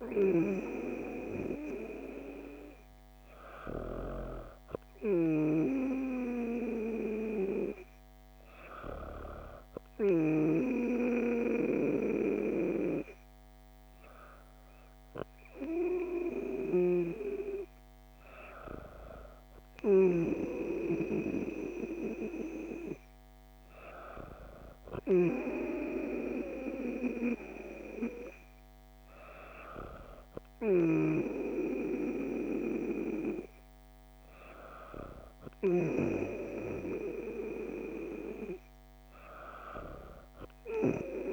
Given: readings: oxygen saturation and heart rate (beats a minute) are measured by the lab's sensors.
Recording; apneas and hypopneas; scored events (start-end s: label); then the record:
breathing in sleep by a microphone on the trachea; none
none scored
From the record:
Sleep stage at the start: N2 (light sleep); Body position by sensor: on the back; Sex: female